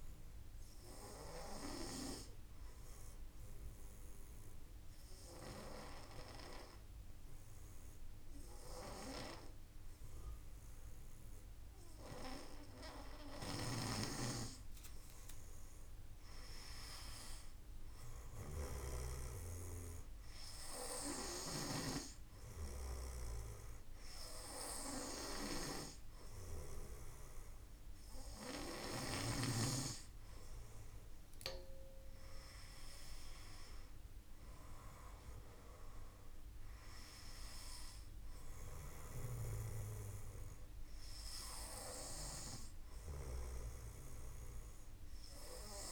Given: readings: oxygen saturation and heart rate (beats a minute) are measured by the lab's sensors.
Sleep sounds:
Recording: breathing in sleep by a room microphone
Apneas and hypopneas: 1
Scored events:
2.00-14.50 s: obstructive apnea (oxygen 97% before, 93% lowest, heart rate 54 before, 50 extreme, up 1 after)
12.50-21.00 s: snoring (device-marked)
16.50-20.00 s: arousal
34.50-44.50 s: oxygen desaturation (device-marked, oxygen 96% before, 93% lowest, heart rate 52 before, 52 extreme)
From the record:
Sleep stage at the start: N2 (light sleep)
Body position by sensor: on the back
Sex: male

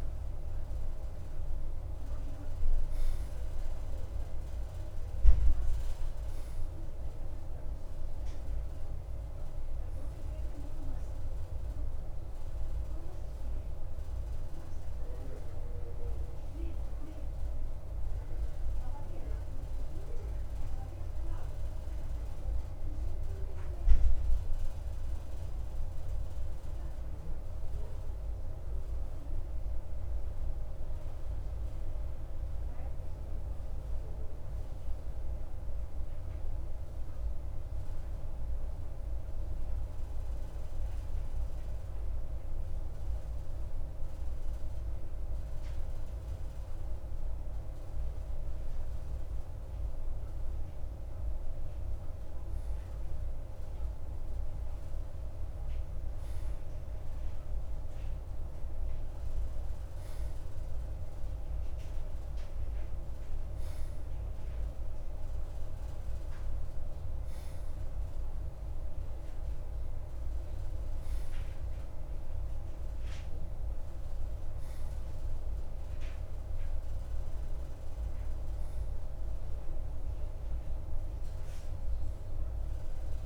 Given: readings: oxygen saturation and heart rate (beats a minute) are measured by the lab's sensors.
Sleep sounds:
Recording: breathing in sleep, hard to hear, by a room microphone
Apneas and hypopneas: 1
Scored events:
25.00-45.00 s: mixed apnea (oxygen 94% before, 92% lowest, heart rate 55 before, 52 extreme, up 2 after)
48.00-51.00 s: arousal
From the record:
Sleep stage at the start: N2 (light sleep)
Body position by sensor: on the right side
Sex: male

